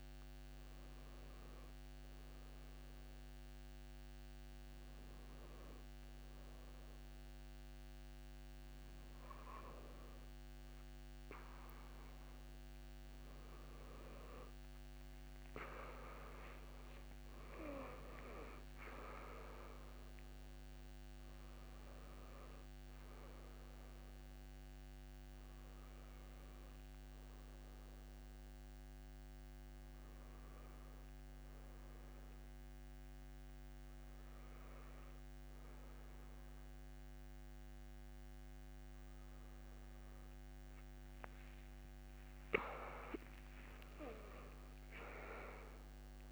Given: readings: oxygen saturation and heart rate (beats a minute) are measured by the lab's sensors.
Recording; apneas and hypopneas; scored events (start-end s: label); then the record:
a person awake in a sleep study, by a microphone on the trachea; none
0.00-3.00 s: oxygen desaturation (device-marked, oxygen 91% lowest)
From the record:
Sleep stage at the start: awake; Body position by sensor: on the right side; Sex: female